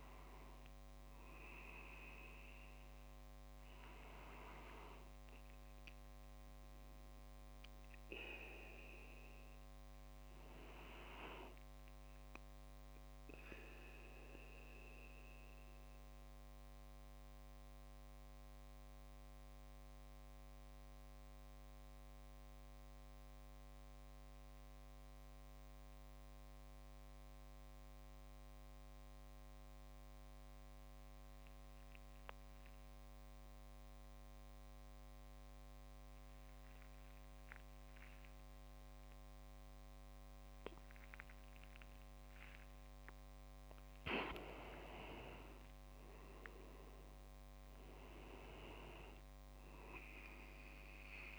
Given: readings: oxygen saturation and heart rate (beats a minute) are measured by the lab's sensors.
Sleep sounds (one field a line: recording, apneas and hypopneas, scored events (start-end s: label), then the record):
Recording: breathing in sleep by a microphone on the trachea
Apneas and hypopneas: 1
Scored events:
0.00-13.50 s: oxygen desaturation (device-marked, oxygen 94% lowest)
13.50-44.00 s: mixed apnea (oxygen 97% before, 94% lowest)
40.50-51.39 s: oxygen desaturation (device-marked, oxygen 98% before, 95% lowest)
46.00-50.00 s: arousal
From the record:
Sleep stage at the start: N2 (light sleep)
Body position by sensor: on the back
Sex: male